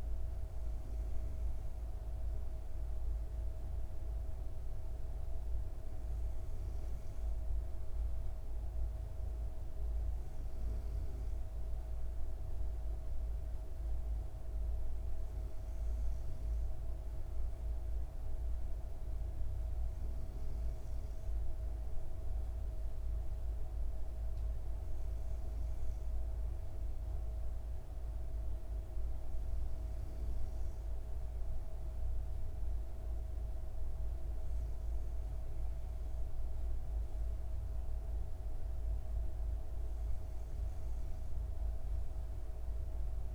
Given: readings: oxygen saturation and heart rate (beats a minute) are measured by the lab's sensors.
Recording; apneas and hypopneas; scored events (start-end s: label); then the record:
breathing in sleep, hard to hear, by a room microphone; none
none scored
From the record:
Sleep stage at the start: N2 (light sleep); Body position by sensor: on the back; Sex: female